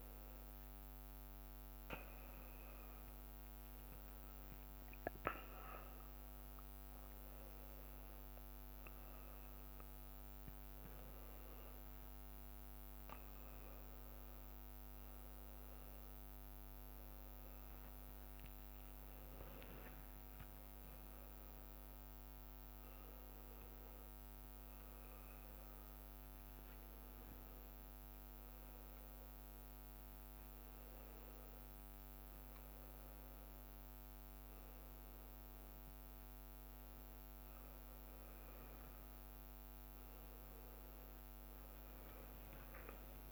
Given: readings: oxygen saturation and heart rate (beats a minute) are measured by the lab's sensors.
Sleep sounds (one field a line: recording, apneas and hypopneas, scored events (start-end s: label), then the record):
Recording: a person awake in a sleep study, hard to hear, by a microphone on the trachea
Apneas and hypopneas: none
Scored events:
0.00-4.00 s: drop in pulse transit time (device-marked, heart rate 65 extreme)
1.00-2.50 s: leg movement (device-marked)
4.50-9.50 s: leg movement (device-marked)
15.00-26.00 s: drop in pulse transit time (device-marked, heart rate 69 before, 69 extreme)
20.50-21.50 s: leg movement (device-marked)
21.00-23.00 s: long interval between heartbeats (device-marked, heart rate 70 before, 88 extreme)
24.00-25.50 s: leg movement (device-marked)
36.00-39.00 s: drop in pulse transit time (device-marked, heart rate 74 before, 66 extreme)
From the record:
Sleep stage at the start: awake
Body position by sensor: upright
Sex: male